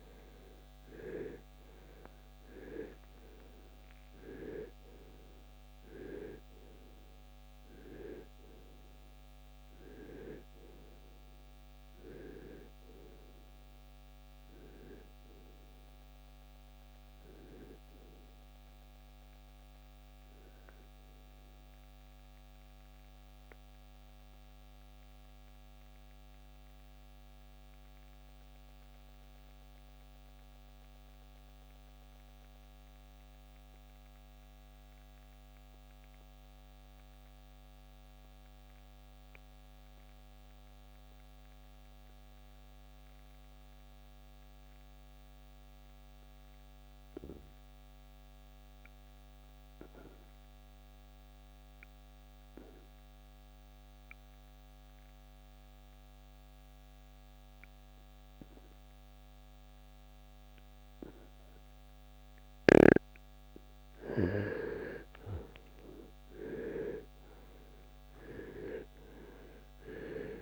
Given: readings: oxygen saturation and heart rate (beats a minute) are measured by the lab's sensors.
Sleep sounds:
breathing in sleep by a microphone on the trachea; 1
21.00-63.50 s: mixed apnea (oxygen 97% before, 81% lowest, heart rate 82 before, 44 extreme, up 29 after)
24.00-32.00 s: oxygen desaturation (device-marked, oxygen 94% before, 86% lowest, heart rate 82 before, 49 extreme)
65.00-70.42 s: new sleep stage, awake
68.00-70.42 s: oxygen desaturation (device-marked, oxygen 98% before, 92% lowest, heart rate 52 before, 68 extreme)
From the record:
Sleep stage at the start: N2 (light sleep); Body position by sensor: on the right side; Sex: male

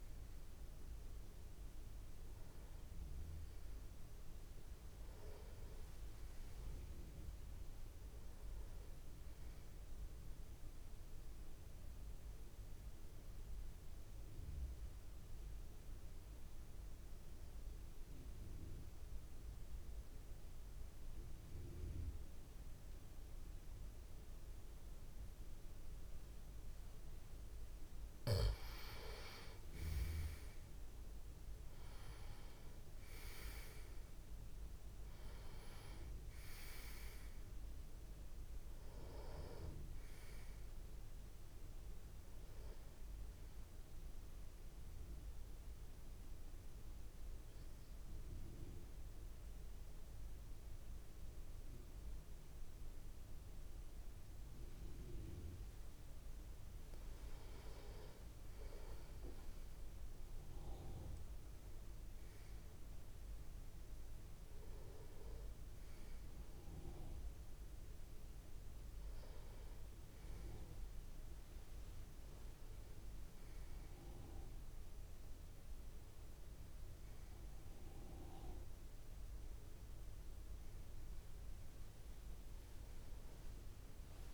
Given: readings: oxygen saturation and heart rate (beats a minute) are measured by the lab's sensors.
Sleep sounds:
breathing in sleep by a room microphone; 2
10.00-27.00 s: obstructive apnea (oxygen 97% before, 90% lowest)
29.50-33.50 s: arousal
31.50-51.50 s: oxygen desaturation (device-marked, oxygen 96% before, 90% lowest)
45.00-56.50 s: obstructive apnea (oxygen 96% before, 90% lowest)
58.50-62.00 s: arousal
68.50-84.34 s: new sleep stage, N1 (lightest sleep)
From the record:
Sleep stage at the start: N2 (light sleep); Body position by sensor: on the back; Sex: male

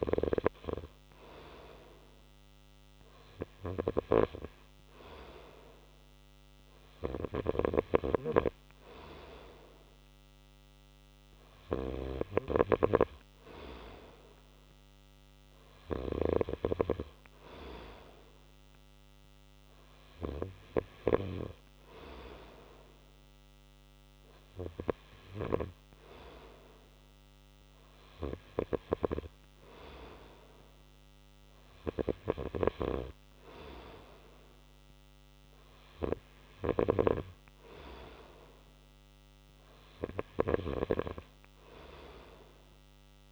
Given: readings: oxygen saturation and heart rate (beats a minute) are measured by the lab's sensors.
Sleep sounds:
breathing in sleep by a microphone on the trachea; none
none scored
From the record:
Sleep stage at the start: N2 (light sleep); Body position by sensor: on the right side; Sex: male

